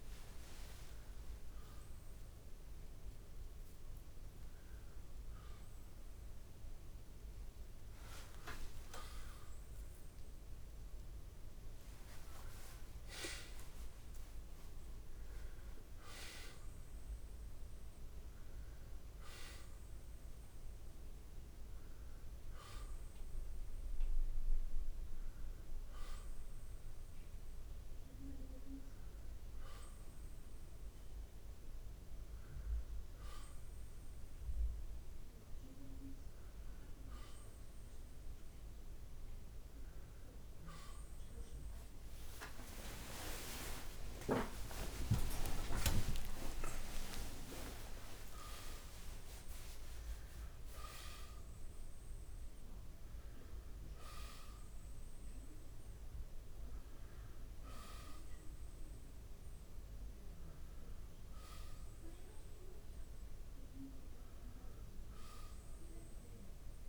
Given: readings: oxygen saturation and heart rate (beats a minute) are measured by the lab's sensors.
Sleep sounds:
a person awake in a sleep study, by a room microphone; none
0.00-32.50 s: oxygen desaturation (device-marked, oxygen 92% lowest, heart rate 55 extreme)
From the record:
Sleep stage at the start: awake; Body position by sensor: on the back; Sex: male

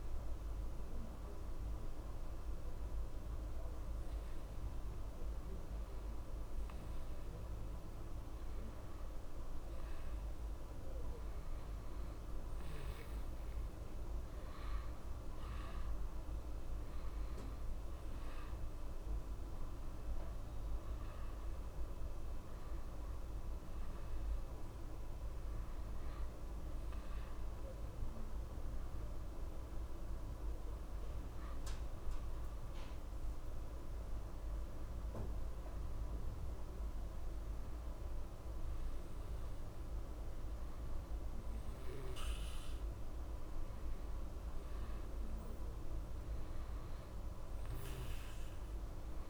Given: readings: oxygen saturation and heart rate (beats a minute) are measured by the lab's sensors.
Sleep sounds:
breathing in sleep, hard to hear, by a room microphone; none
33.00-36.50 s: arousal
From the record:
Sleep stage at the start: N2 (light sleep); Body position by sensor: on the back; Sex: male

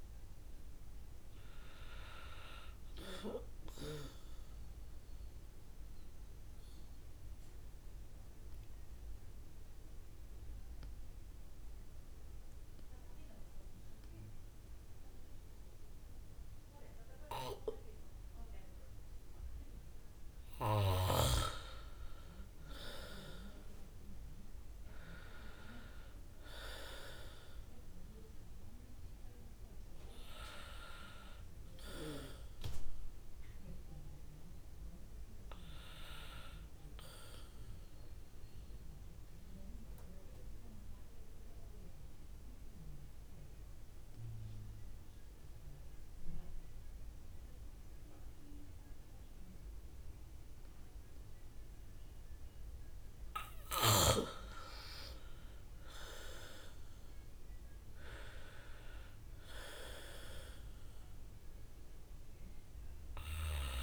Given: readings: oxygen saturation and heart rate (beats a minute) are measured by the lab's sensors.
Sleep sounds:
breathing in sleep by a room microphone; 2
0.00-1.00 s: arousal
0.00-14.00 s: oxygen desaturation (device-marked, oxygen 98% before, 92% lowest, heart rate 72 before, 48 extreme)
6.50-19.00 s: obstructive apnea (oxygen 98% before, 87% lowest, heart rate 71 before, 48 extreme)
20.00-26.00 s: bradycardia (device-marked, heart rate 72 before, 48 extreme)
22.50-26.50 s: arousal
26.00-44.00 s: oxygen desaturation (device-marked, oxygen 97% before, 88% lowest, heart rate 69 before, 30 extreme)
37.00-52.50 s: mixed apnea (oxygen 97% before, 82% lowest, heart rate 64 before, 30 extreme, up 5 after)
53.00-62.00 s: bradycardia (device-marked, heart rate 71 before, 30 extreme)
55.00-59.00 s: arousal
59.00-63.83 s: oxygen desaturation (device-marked, oxygen 98% before, 87% lowest)
From the record:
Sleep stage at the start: N2 (light sleep); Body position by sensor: on the back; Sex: female

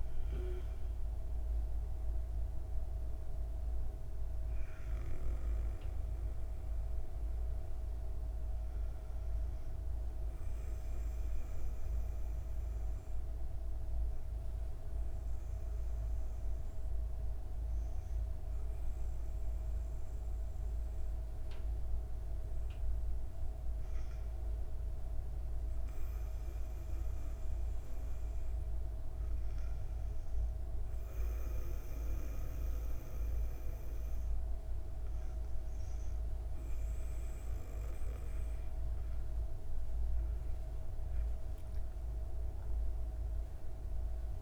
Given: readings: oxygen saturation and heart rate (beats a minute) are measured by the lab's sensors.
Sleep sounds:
breathing in sleep, hard to hear, by a room microphone; 1
10.00-22.00 s: obstructive apnea (oxygen 96% before, 95% lowest, heart rate 74 before, 61 extreme, up 3 after)
24.00-28.00 s: arousal
From the record:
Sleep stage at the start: N2 (light sleep); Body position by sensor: on the back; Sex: female

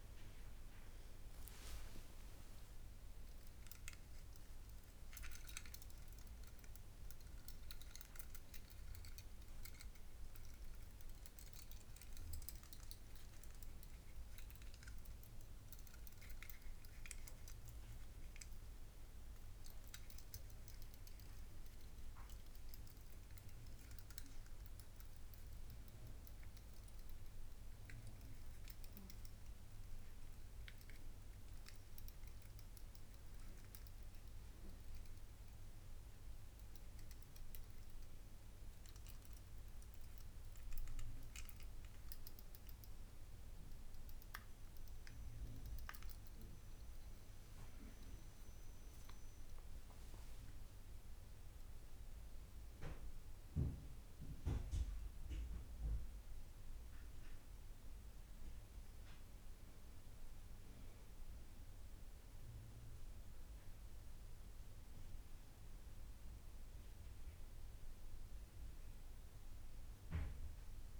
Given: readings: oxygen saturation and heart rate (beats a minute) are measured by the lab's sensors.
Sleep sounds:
breathing in sleep by a room microphone; none
2.00-7.00 s: arousal
From the record:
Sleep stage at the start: N2 (light sleep); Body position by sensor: on the right side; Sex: female

